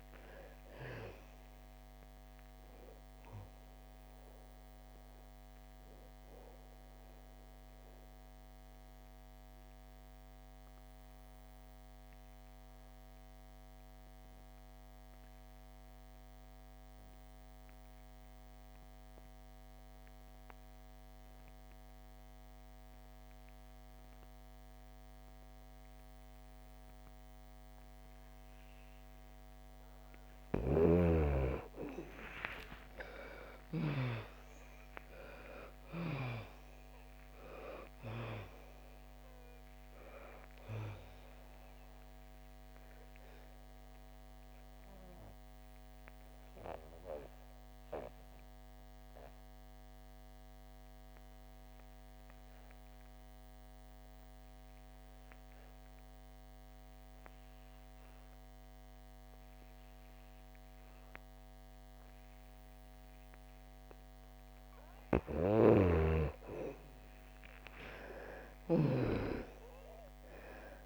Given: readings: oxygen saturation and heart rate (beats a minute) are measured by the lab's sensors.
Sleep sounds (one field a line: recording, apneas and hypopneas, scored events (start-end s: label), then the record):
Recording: breathing in sleep by a microphone on the trachea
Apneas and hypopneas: 2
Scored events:
0.00-24.00 s: oxygen desaturation (device-marked, oxygen 78% lowest, heart rate 57 extreme)
7.00-29.50 s: obstructive apnea (oxygen 98% before, 78% lowest, heart rate 69 before, 57 extreme, up 18 after)
30.00-34.00 s: snoring (device-marked)
30.00-57.00 s: oxygen desaturation (device-marked, oxygen 98% before, 81% lowest, heart rate 61 before, 58 extreme)
33.00-37.50 s: arousal
41.00-63.00 s: obstructive apnea (oxygen 98% before, 81% lowest, heart rate 70 before, 58 extreme, up 7 after)
65.00-69.00 s: arousal
65.00-69.00 s: snoring (device-marked)
67.00-70.85 s: oxygen desaturation (device-marked, oxygen 98% before, 81% lowest, heart rate 62 before, 56 extreme)
From the record:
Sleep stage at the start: N2 (light sleep)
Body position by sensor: on the back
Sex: female